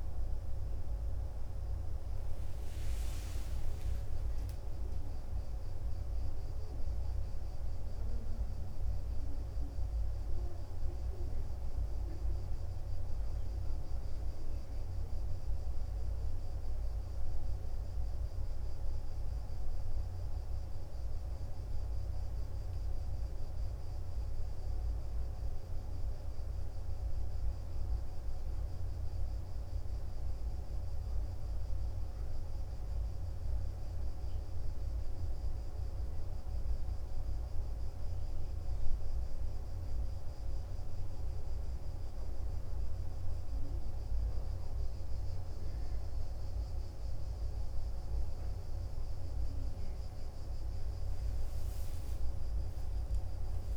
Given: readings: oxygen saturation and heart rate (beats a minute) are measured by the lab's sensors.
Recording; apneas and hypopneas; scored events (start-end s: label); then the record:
breathing in sleep, hard to hear, by a room microphone; none
none scored
From the record:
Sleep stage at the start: N2 (light sleep); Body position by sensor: on the back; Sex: male